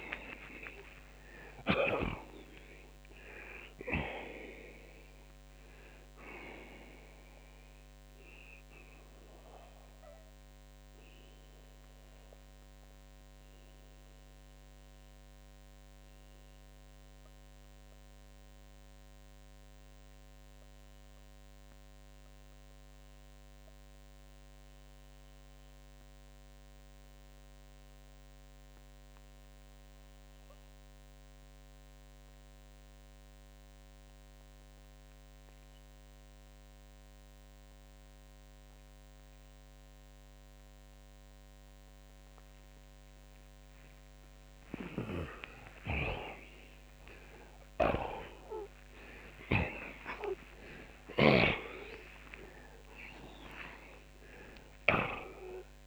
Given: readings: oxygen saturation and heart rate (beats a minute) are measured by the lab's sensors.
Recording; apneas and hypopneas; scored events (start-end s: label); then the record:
breathing in sleep by a microphone on the trachea; 1
9.00-34.00 s: oxygen desaturation (device-marked, oxygen 94% before, 81% lowest)
9.50-44.00 s: obstructive apnea (oxygen 94% before, 76% lowest)
44.50-48.00 s: snoring (device-marked)
45.00-49.00 s: arousal
From the record:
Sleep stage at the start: N2 (light sleep); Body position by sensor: on the back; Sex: male